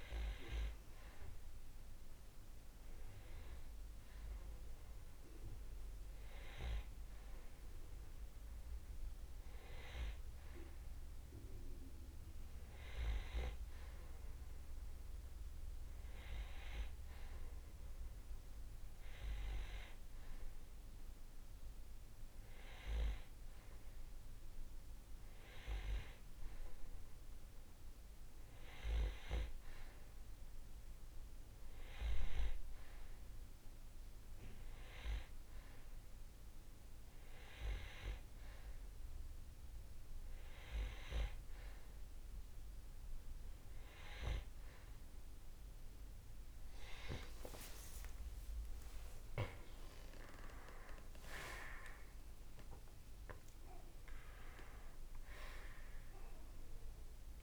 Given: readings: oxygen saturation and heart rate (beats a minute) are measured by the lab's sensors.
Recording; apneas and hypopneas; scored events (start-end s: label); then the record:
breathing in sleep by a room microphone; none
46.50-57.43 s: new sleep stage, awake
From the record:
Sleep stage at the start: N2 (light sleep); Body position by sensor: on the right side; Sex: male